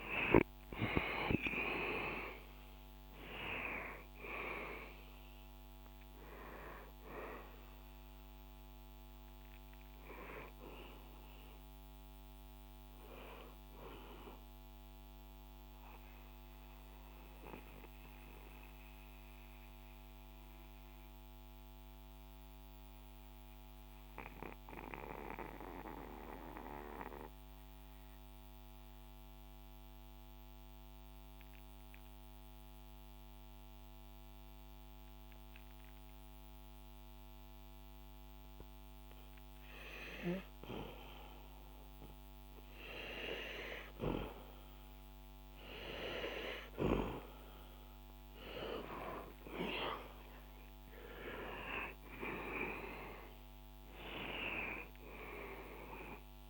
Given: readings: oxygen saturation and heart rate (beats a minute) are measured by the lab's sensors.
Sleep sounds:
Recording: breathing in sleep by a microphone on the trachea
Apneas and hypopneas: 1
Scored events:
0.00-3.50 s: arousal
0.00-17.00 s: oxygen desaturation (device-marked, oxygen 98% before, 90% lowest, heart rate 65 before, 62 extreme)
14.50-43.50 s: mixed apnea (oxygen 99% before, 89% lowest, heart rate 68 before, 61 extreme, up 8 after)
22.00-35.00 s: oxygen desaturation (device-marked, oxygen 92% before, 89% lowest, heart rate 67 before, 64 extreme)
44.00-56.50 s: oxygen desaturation (device-marked, oxygen 99% before, 90% lowest, heart rate 65 before, 61 extreme)
47.00-52.50 s: arousal
From the record:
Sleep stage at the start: N2 (light sleep)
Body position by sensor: on the back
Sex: male

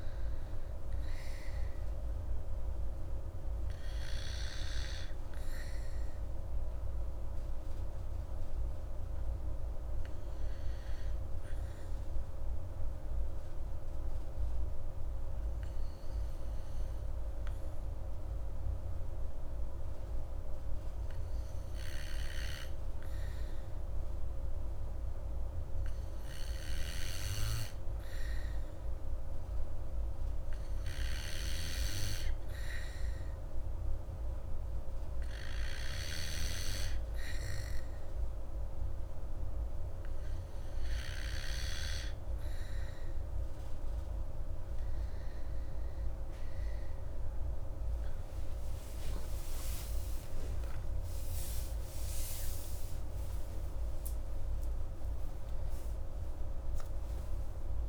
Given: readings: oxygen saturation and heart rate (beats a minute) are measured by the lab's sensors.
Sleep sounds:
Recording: breathing in sleep by a room microphone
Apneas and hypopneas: 1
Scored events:
7.50-19.50 s: oxygen desaturation (device-marked, oxygen 98% before, 95% lowest, heart rate 144 before, 95 extreme)
8.00-38.50 s: hypopnea (oxygen 98% before, 92% lowest, heart rate 144 before, 95 extreme, up 34 after)
30.50-56.50 s: oxygen desaturation (device-marked, oxygen 98% before, 94% lowest, heart rate 138 before, 103 extreme)
48.00-53.50 s: arousal
From the record:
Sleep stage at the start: N2 (light sleep)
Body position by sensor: on the back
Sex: female

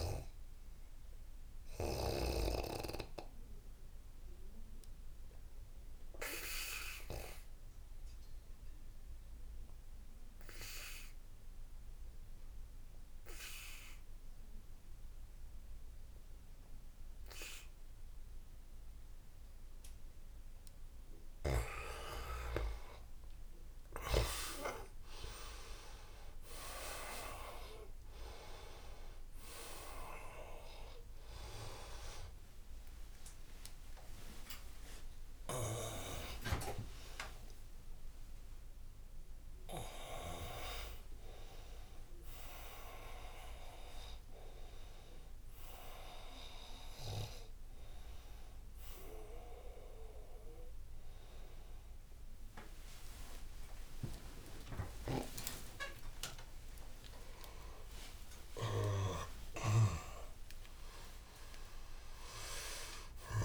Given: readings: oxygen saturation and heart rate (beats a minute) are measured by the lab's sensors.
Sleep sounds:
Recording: a person awake in a sleep study, by a room microphone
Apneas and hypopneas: 1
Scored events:
0.00-8.50 s: oxygen desaturation (device-marked, oxygen 94% lowest, heart rate 74 extreme)
0.50-19.00 s: obstructive apnea (oxygen 98% before, 86% lowest, heart rate 82 before, 74 extreme, up 5 after)
18.50-51.50 s: oxygen desaturation (device-marked, oxygen 98% before, 86% lowest, heart rate 81 before, 77 extreme)
23.50-63.44 s: new sleep stage, awake
31.50-33.50 s: tachycardia (device-marked, heart rate 83 before, 94 extreme)
46.50-48.50 s: tachycardia (device-marked, heart rate 84 before, 99 extreme)
51.50-63.44 s: tachycardia (device-marked, heart rate 84 before, 170 extreme)
From the record:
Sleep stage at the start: N2 (light sleep)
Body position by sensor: on the back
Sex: male

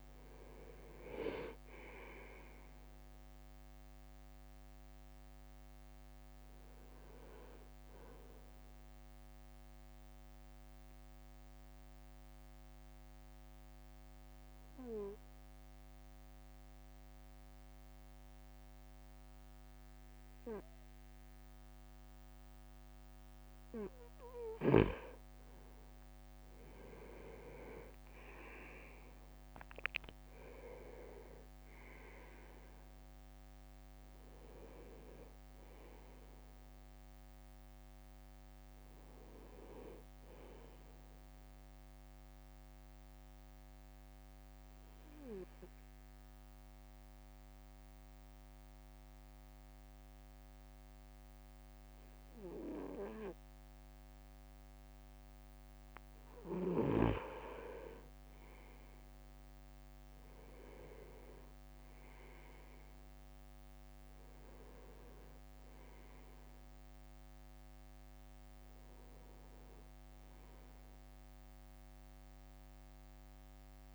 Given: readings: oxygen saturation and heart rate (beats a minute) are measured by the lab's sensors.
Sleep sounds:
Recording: breathing in sleep by a microphone on the trachea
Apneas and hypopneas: 2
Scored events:
0.00-2.00 s: arousal
0.00-12.50 s: drop in pulse transit time (device-marked, heart rate 54 extreme)
10.00-24.50 s: mixed apnea (oxygen 98% before, 96% lowest, heart rate 59 before, 54 extreme, up 6 after)
26.50-29.00 s: leg movement (device-marked)
27.00-31.50 s: arousal
29.50-41.50 s: drop in pulse transit time (device-marked, heart rate 55 before, 57 extreme)
42.50-56.50 s: mixed apnea (oxygen 98% before, 96% lowest, heart rate 58 before, 55 extreme, up 5 after)
58.50-63.50 s: leg movement (device-marked)
59.00-64.00 s: arousal
59.50-72.50 s: drop in pulse transit time (device-marked, heart rate 57 before, 57 extreme)
From the record:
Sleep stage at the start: N2 (light sleep)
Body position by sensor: on the right side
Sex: male

